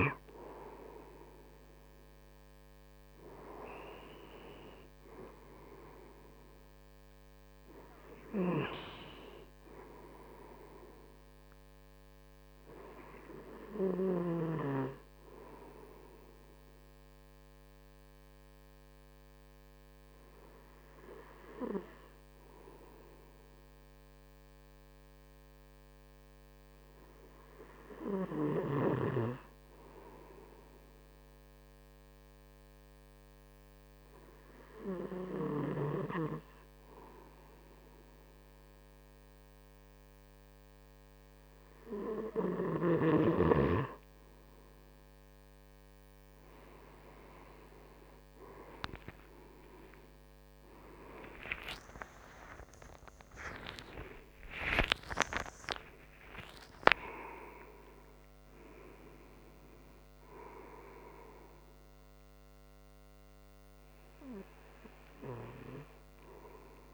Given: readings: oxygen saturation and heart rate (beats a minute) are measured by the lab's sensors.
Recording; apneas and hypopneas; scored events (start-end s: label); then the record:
breathing in sleep by a microphone on the trachea; 1
20.00-40.50 s: hypopnea (oxygen 95% before, 93% lowest)
50.50-56.50 s: arousal
From the record:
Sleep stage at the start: N2 (light sleep); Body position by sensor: on the right side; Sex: male